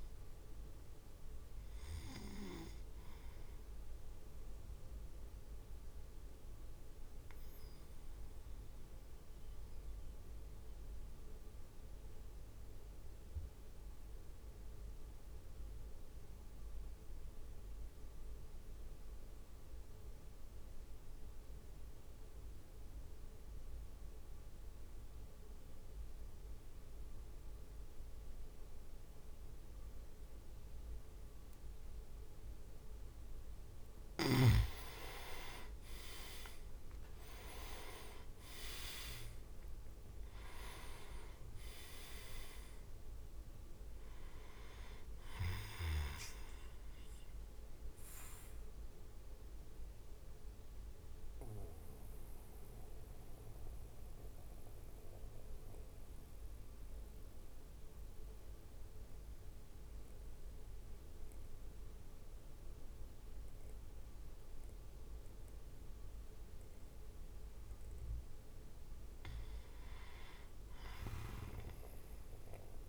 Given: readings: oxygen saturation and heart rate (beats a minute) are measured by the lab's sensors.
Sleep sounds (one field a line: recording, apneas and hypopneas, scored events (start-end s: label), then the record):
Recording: breathing in sleep by a room microphone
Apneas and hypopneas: 2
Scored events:
0.00-5.50 s: drop in pulse transit time (device-marked, heart rate 52 extreme)
5.50-33.00 s: mixed apnea (oxygen 100% before, 92% lowest, heart rate 55 before, 49 extreme, up 5 after)
13.50-20.50 s: oxygen desaturation (device-marked, oxygen 95% before, 92% lowest, heart rate 54 before, 54 extreme)
34.50-63.50 s: oxygen desaturation (device-marked, oxygen 100% before, 93% lowest, heart rate 55 before, 49 extreme)
35.00-40.00 s: arousal
35.50-39.00 s: leg movement (device-marked)
36.50-49.50 s: drop in pulse transit time (device-marked, heart rate 55 before, 52 extreme)
48.00-67.50 s: central apnea (oxygen 100% before, 92% lowest, heart rate 57 before, 49 extreme, up 4 after)
69.00-72.00 s: arousal
From the record:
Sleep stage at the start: N2 (light sleep)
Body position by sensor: on the back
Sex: male